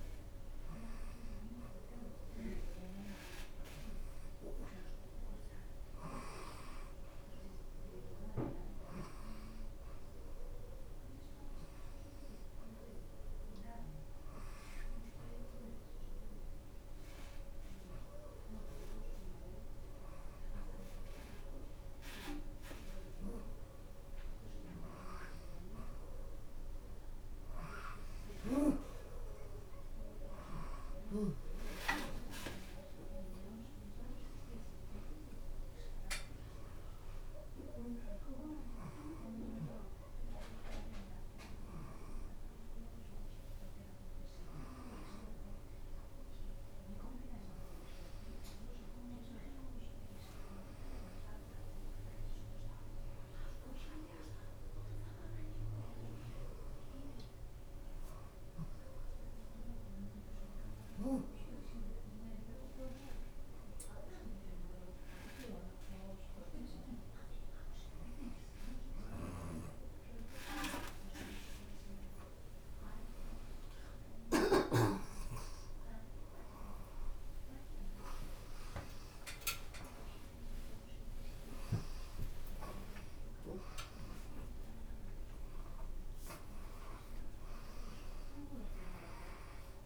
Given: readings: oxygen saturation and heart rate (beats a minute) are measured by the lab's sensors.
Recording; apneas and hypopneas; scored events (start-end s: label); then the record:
a person partly awake in a sleep study, by a room microphone; none
10.00-23.00 s: oxygen desaturation (device-marked, oxygen 92% before, 89% lowest, heart rate 90 before, 88 extreme)
22.50-24.50 s: long interval between heartbeats (device-marked, heart rate 91 before, 94 extreme)
25.00-29.00 s: arousal
32.00-34.00 s: long interval between heartbeats (device-marked, heart rate 93 before, 104 extreme)
50.50-52.50 s: long interval between heartbeats (device-marked, heart rate 98 before, 102 extreme)
55.00-89.86 s: new sleep stage, awake
70.50-72.50 s: long interval between heartbeats (device-marked, heart rate 96 before, 94 extreme)
76.00-89.86 s: oxygen desaturation (device-marked, oxygen 93% before, 89% lowest, heart rate 90 before, 68 extreme)
77.00-87.00 s: drop in pulse transit time (device-marked, heart rate 89 before, 78 extreme)
79.50-81.50 s: long interval between heartbeats (device-marked, heart rate 88 before, 117 extreme)
87.50-89.50 s: long interval between heartbeats (device-marked, heart rate 96 before, 100 extreme)
From the record:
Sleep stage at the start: N2 (light sleep); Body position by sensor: on the back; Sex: female